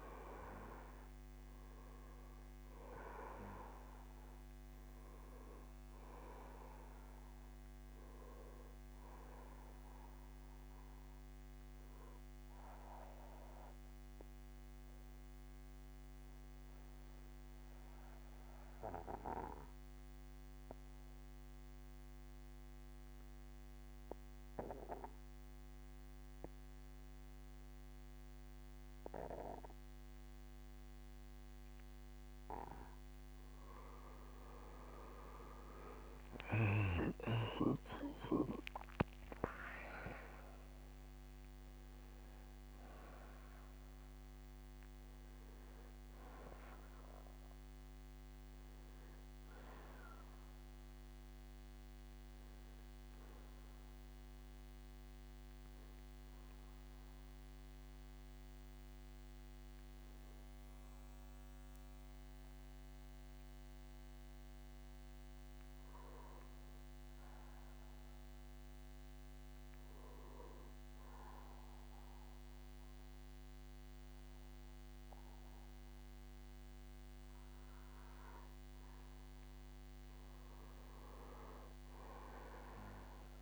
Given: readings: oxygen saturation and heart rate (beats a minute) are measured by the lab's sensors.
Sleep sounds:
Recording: breathing in sleep by a microphone on the trachea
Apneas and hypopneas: 2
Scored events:
0.00-17.50 s: oxygen desaturation (device-marked, oxygen 85% lowest, heart rate 48 extreme)
10.00-32.00 s: mixed apnea (oxygen 93% before, 85% lowest, heart rate 65 before, 56 extreme, up 11 after)
22.50-24.50 s: bradycardia (device-marked, heart rate 63 before, 64 extreme)
26.50-28.50 s: bradycardia (device-marked, heart rate 63 before, 58 extreme)
30.50-32.50 s: bradycardia (device-marked, heart rate 63 before, 58 extreme)
32.50-62.50 s: oxygen desaturation (device-marked, oxygen 96% before, 88% lowest, heart rate 63 before, 55 extreme)
34.50-36.50 s: bradycardia (device-marked, heart rate 63 before, 58 extreme)
34.50-38.00 s: arousal
55.50-78.00 s: hypopnea (oxygen 95% before, 88% lowest, heart rate 68 before, 55 extreme, up 11 after)
67.50-69.50 s: bradycardia (device-marked, heart rate 63 before, 63 extreme)
77.50-83.42 s: oxygen desaturation (device-marked, oxygen 96% before, 88% lowest, heart rate 65 before, 54 extreme)
From the record:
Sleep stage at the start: N2 (light sleep)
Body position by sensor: on the back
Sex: male

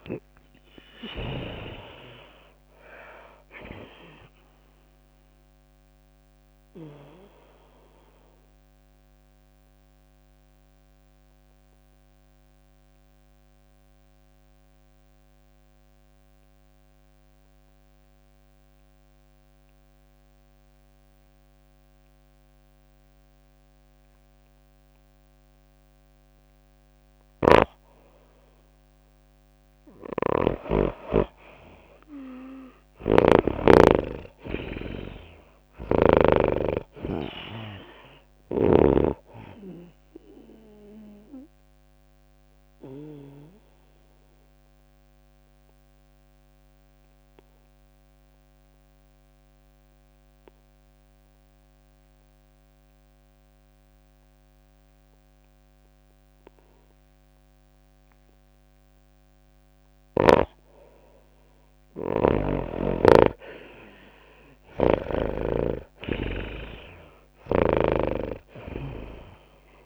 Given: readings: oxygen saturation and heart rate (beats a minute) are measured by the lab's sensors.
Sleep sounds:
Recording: breathing in sleep by a microphone on the trachea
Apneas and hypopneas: 2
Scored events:
0.00-12.00 s: tachycardia (device-marked, heart rate 105 extreme)
0.00-18.00 s: oxygen desaturation (device-marked, oxygen 83% lowest, heart rate 94 extreme)
1.00-17.00 s: drop in pulse transit time (device-marked, heart rate 97 before, 100 extreme)
7.00-29.00 s: obstructive apnea (oxygen 98% before, 83% lowest, heart rate 99 before, 94 extreme, up 6 after)
26.00-52.00 s: oxygen desaturation (device-marked, oxygen 99% before, 84% lowest, heart rate 100 before, 95 extreme)
27.50-34.00 s: snoring (device-marked)
33.50-36.50 s: arousal
34.00-47.00 s: tachycardia (device-marked, heart rate 99 before, 105 extreme)
37.00-52.00 s: drop in pulse transit time (device-marked, heart rate 96 before, 99 extreme)
42.00-59.50 s: obstructive apnea (oxygen 99% before, 82% lowest, heart rate 98 before, 96 extreme, up 5 after)
60.00-69.86 s: oxygen desaturation (device-marked, oxygen 98% before, 86% lowest, heart rate 101 before, 84 extreme)
63.50-67.50 s: arousal
64.00-69.86 s: tachycardia (device-marked, heart rate 99 before, 105 extreme)
From the record:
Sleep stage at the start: N2 (light sleep)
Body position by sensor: on the right side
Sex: female

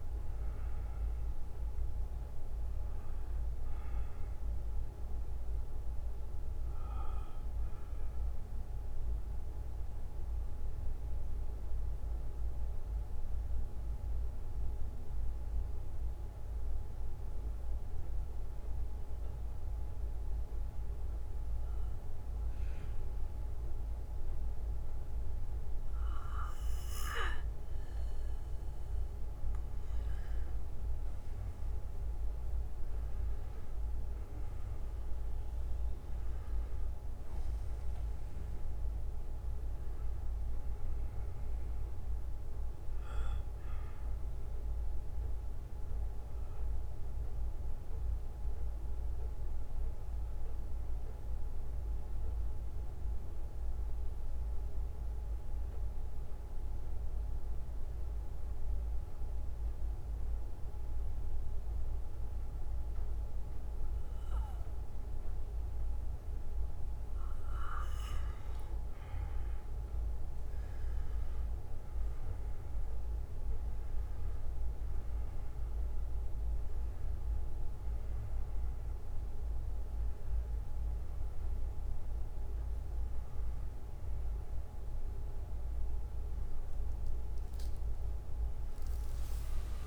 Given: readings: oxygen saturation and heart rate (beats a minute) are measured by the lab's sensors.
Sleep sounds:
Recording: breathing in sleep, hard to hear, by a room microphone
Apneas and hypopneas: 2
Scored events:
4.50-8.50 s: bradycardia (device-marked, heart rate 59 before, 58 extreme)
5.00-29.00 s: mixed apnea (oxygen 97% before, 91% lowest, heart rate 63 before, 54 extreme, up 11 after)
9.50-11.50 s: bradycardia (device-marked, heart rate 59 before, 56 extreme)
14.50-24.50 s: oxygen desaturation (device-marked, oxygen 95% before, 91% lowest, heart rate 63 before, 55 extreme)
15.50-24.50 s: bradycardia (device-marked, heart rate 60 before, 58 extreme)
34.50-38.00 s: arousal
43.50-68.50 s: bradycardia (device-marked, heart rate 60 before, 55 extreme)
47.50-67.00 s: central apnea (oxygen 97% before, 93% lowest, heart rate 64 before, 55 extreme, up 12 after)
57.50-68.50 s: oxygen desaturation (device-marked, oxygen 96% before, 93% lowest, heart rate 61 before, 55 extreme)
78.50-89.87 s: oxygen desaturation (device-marked, oxygen 98% before, 93% lowest, heart rate 60 before, 55 extreme)
From the record:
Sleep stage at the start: N2 (light sleep)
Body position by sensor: on the back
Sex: male

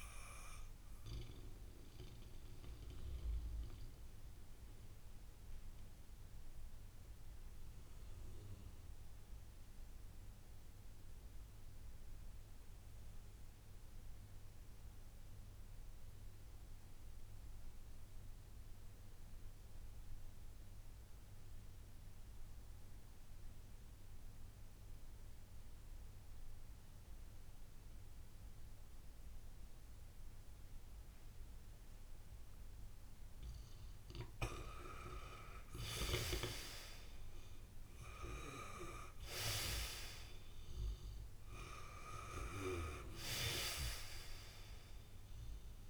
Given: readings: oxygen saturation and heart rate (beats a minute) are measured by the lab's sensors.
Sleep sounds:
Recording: breathing in sleep by a room microphone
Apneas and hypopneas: 1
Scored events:
0.00-13.50 s: oxygen desaturation (device-marked, oxygen 87% lowest, heart rate 56 extreme)
3.00-31.50 s: mixed apnea (oxygen 98% before, 85% lowest, heart rate 62 before, 56 extreme, up 3 after)
31.50-45.90 s: oxygen desaturation (device-marked, oxygen 97% before, 85% lowest, heart rate 64 before, 55 extreme)
33.50-38.00 s: arousal
From the record:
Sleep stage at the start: N2 (light sleep)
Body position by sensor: on the back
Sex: male

